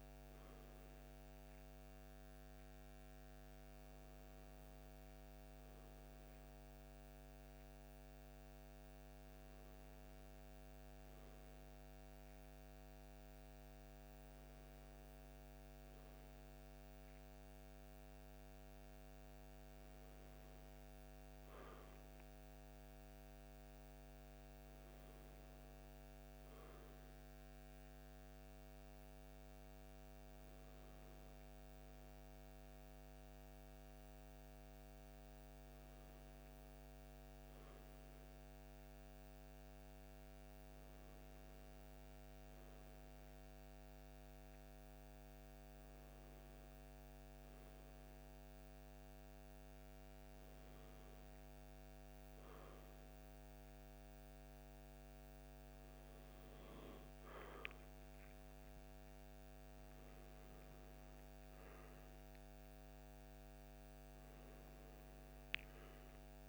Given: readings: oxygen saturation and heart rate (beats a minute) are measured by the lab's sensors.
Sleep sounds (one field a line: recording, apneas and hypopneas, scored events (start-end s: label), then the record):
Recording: breathing in sleep, hard to hear, by a microphone on the trachea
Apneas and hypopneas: none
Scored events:
56.50-66.49 s: new sleep stage, awake
From the record:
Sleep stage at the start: N2 (light sleep)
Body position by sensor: on the left side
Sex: male